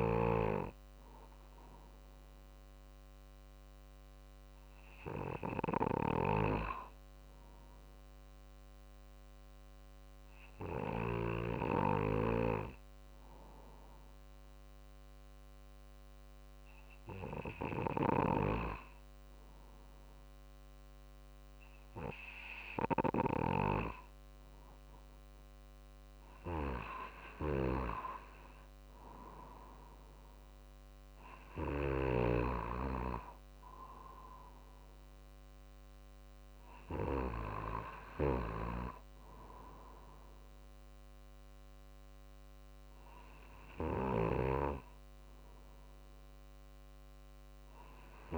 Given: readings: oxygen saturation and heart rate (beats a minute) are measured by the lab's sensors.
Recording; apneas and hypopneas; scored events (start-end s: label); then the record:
breathing in sleep by a microphone on the trachea; 1
0.00-3.50 s: drop in pulse transit time (device-marked, heart rate 49 extreme)
1.50-4.50 s: arousal
7.50-23.50 s: hypopnea (oxygen 96% before, 93% lowest, heart rate 50 before, 48 extreme, up 4 after)
25.00-28.00 s: arousal
28.50-43.50 s: drop in pulse transit time (device-marked, heart rate 49 before, 50 extreme)
From the record:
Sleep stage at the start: N2 (light sleep); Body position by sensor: on the right side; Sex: male